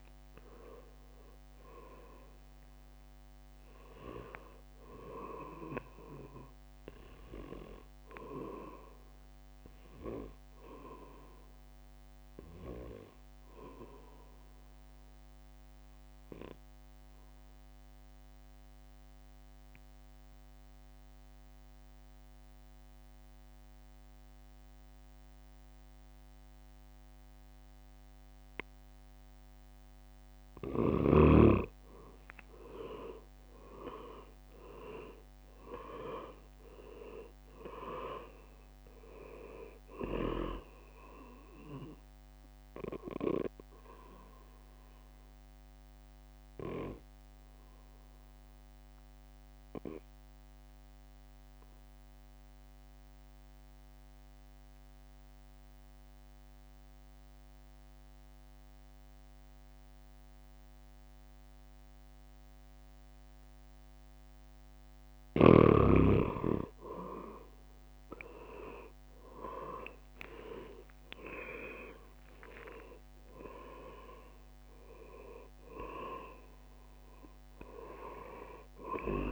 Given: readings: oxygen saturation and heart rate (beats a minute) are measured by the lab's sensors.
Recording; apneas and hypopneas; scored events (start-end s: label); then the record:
breathing in sleep by a microphone on the trachea; 2
0.00-7.00 s: drop in pulse transit time (device-marked, heart rate 68 extreme)
0.00-18.00 s: oxygen desaturation (device-marked, oxygen 93% lowest, heart rate 62 extreme)
14.00-30.50 s: obstructive apnea (oxygen 98% before, 92% lowest, heart rate 69 before, 62 extreme, up 11 after)
32.50-36.00 s: arousal
33.00-47.00 s: drop in pulse transit time (device-marked, heart rate 64 before, 66 extreme)
34.00-60.00 s: oxygen desaturation (device-marked, oxygen 99% before, 92% lowest, heart rate 64 before, 61 extreme)
44.00-64.50 s: obstructive apnea (oxygen 99% before, 92% lowest, heart rate 68 before, 61 extreme, up 12 after)
65.50-70.00 s: arousal
67.00-79.32 s: drop in pulse transit time (device-marked, heart rate 64 before, 66 extreme)
70.50-73.50 s: leg movement (device-marked)
72.00-79.32 s: oxygen desaturation (device-marked, oxygen 99% before, 94% lowest, heart rate 65 before, 62 extreme)
From the record:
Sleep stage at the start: N2 (light sleep); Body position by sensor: on the back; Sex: male